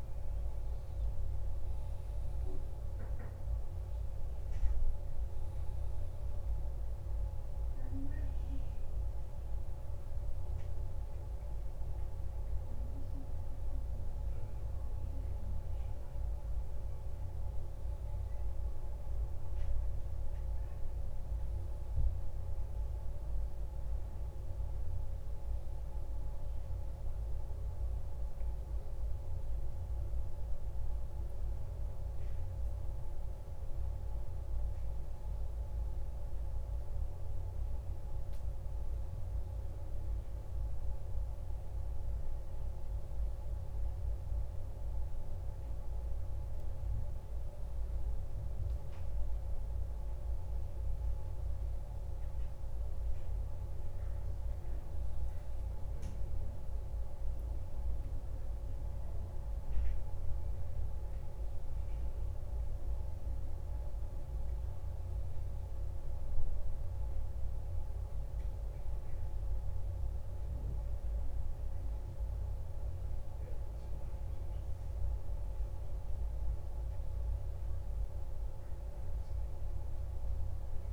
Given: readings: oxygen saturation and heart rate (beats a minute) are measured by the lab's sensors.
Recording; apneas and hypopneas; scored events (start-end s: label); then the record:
breathing in sleep, hard to hear, by a room microphone; none
56.00-60.50 s: arousal
78.50-80.93 s: new sleep stage, N2 (light sleep)
From the record:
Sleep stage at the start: N1 (lightest sleep); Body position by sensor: on the back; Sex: male